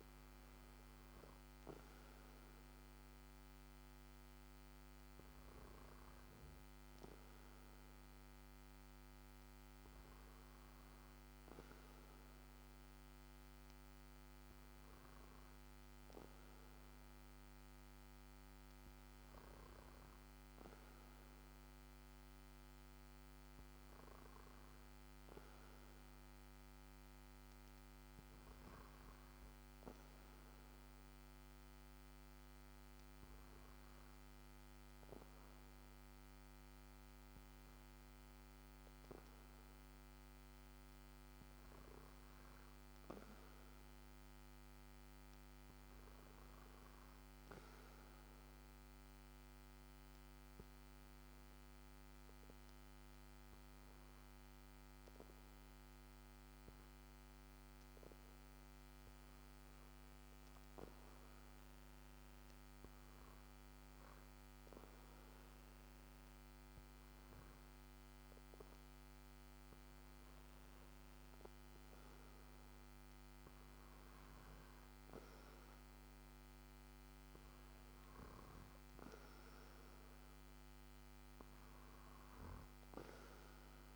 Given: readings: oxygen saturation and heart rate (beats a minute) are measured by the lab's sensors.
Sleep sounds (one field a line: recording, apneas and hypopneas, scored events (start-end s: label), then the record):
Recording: breathing in sleep, hard to hear, by a microphone on the trachea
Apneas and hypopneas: 1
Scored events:
40.50-43.50 s: arousal
50.50-68.50 s: hypopnea (oxygen 95% before, 93% lowest, heart rate 58 before, 53 extreme, up 4 after)
71.00-73.50 s: arousal
From the record:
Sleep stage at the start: N2 (light sleep)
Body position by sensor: on the back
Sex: male